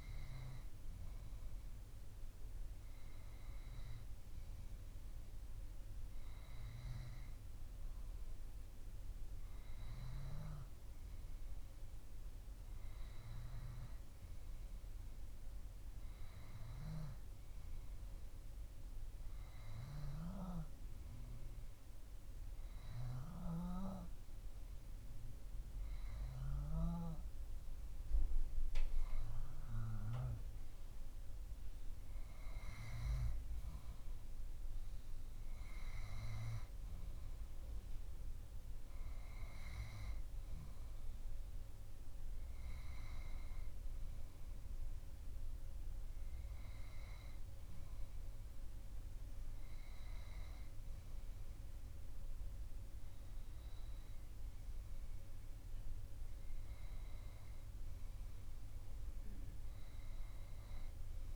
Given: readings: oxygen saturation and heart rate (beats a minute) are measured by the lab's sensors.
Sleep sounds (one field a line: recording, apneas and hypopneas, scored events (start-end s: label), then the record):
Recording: breathing in sleep by a room microphone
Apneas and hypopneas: none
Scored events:
none scored
From the record:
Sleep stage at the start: N2 (light sleep)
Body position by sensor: on the back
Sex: male